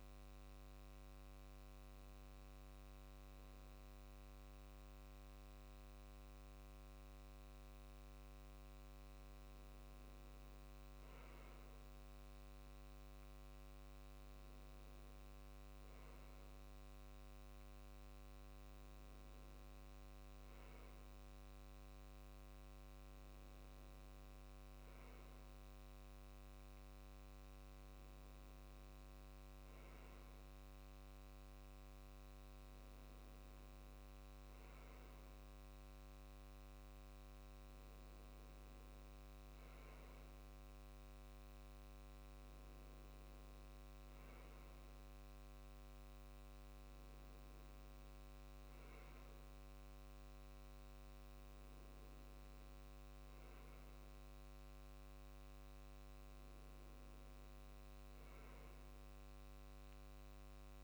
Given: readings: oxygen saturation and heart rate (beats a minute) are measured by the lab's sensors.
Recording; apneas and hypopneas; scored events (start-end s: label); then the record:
breathing in sleep, hard to hear, by a microphone on the trachea; none
none scored
From the record:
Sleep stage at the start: N2 (light sleep); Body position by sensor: on the left side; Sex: male